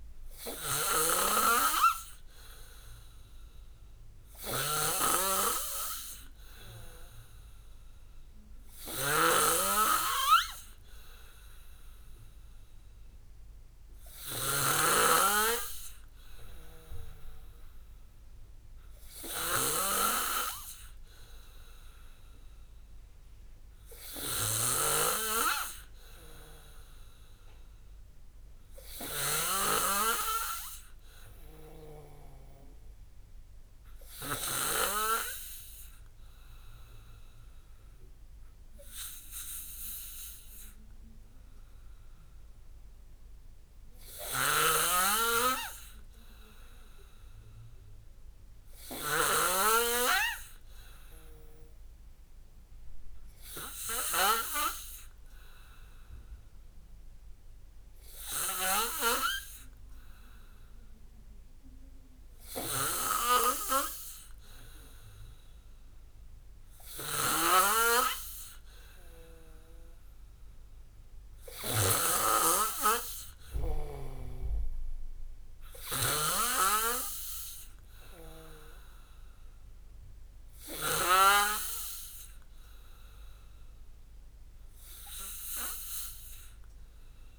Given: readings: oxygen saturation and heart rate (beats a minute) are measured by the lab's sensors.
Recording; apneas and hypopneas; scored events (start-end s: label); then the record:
breathing in sleep by a room microphone; none
0.00-34.50 s: snoring (device-marked)
44.50-72.00 s: snoring (device-marked)
76.50-81.50 s: snoring (device-marked)
From the record:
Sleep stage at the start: N2 (light sleep); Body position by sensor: on the back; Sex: male